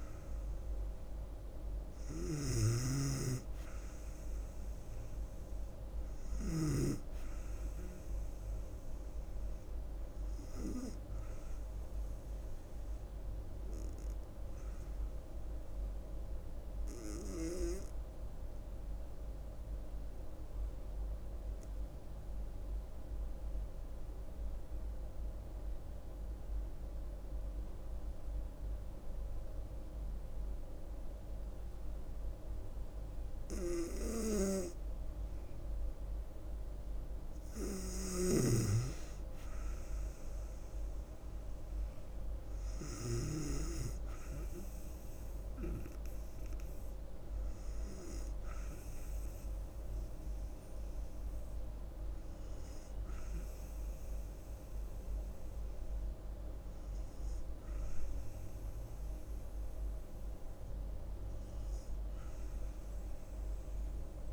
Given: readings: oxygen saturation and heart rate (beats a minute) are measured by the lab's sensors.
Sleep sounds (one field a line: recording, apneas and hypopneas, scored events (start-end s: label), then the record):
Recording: breathing in sleep by a room microphone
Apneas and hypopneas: 1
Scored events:
0.00-2.00 s: arousal
0.00-20.00 s: oxygen desaturation (device-marked, oxygen 92% lowest, heart rate 66 extreme)
18.50-33.50 s: obstructive apnea (oxygen 97% before, 92% lowest, heart rate 70 before, 66 extreme, up 4 after)
35.00-38.50 s: arousal
36.00-61.00 s: oxygen desaturation (device-marked, oxygen 97% before, 92% lowest, heart rate 68 before, 68 extreme)
From the record:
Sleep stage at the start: N2 (light sleep)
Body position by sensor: on the back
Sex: female